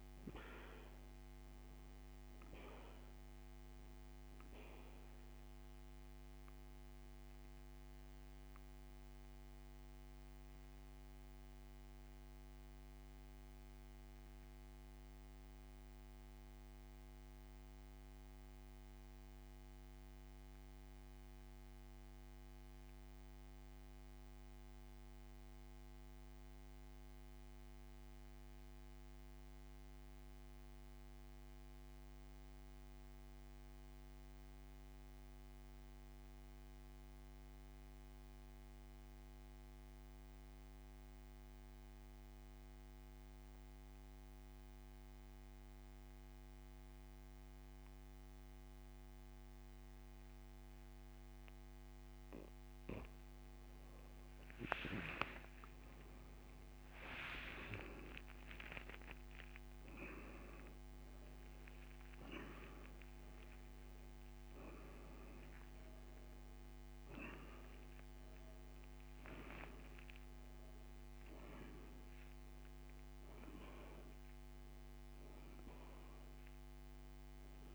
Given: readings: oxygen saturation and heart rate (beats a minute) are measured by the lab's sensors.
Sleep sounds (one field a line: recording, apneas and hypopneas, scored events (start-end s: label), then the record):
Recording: breathing in sleep by a microphone on the trachea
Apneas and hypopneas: 1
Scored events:
0.00-45.50 s: oxygen desaturation (device-marked, oxygen 84% lowest, heart rate 26 extreme)
8.50-52.50 s: central apnea (oxygen 97% before, 84% lowest, heart rate 53 before, 47 extreme, up 24 after)
55.00-60.50 s: arousal
From the record:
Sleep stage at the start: N2 (light sleep)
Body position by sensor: on the back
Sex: male